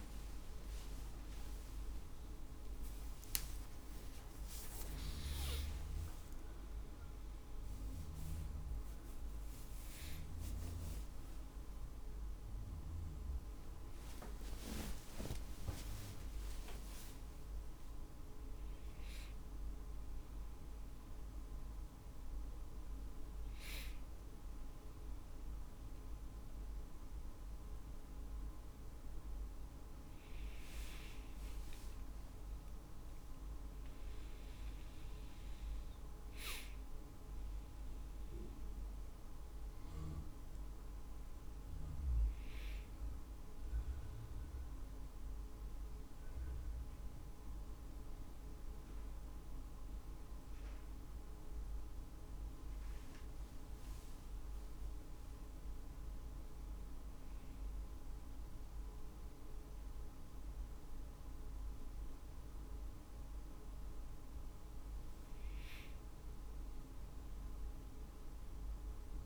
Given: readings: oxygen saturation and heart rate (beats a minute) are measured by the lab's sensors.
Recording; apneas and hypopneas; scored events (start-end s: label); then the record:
a person awake in a sleep study, hard to hear, by a room microphone; none
0.00-5.50 s: drop in pulse transit time (device-marked, heart rate 77 extreme)
0.50-2.50 s: long interval between heartbeats (device-marked, heart rate 112 before, 87 extreme)
5.50-7.50 s: long interval between heartbeats (device-marked, heart rate 117 before, 77 extreme)
12.50-17.50 s: tachycardia (device-marked, heart rate 53 before, 116 extreme)
15.50-17.50 s: long interval between heartbeats (device-marked, heart rate 86 before, 112 extreme)
36.50-48.50 s: drop in pulse transit time (device-marked, heart rate 66 before, 50 extreme)
From the record:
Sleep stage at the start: awake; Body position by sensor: on the right side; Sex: male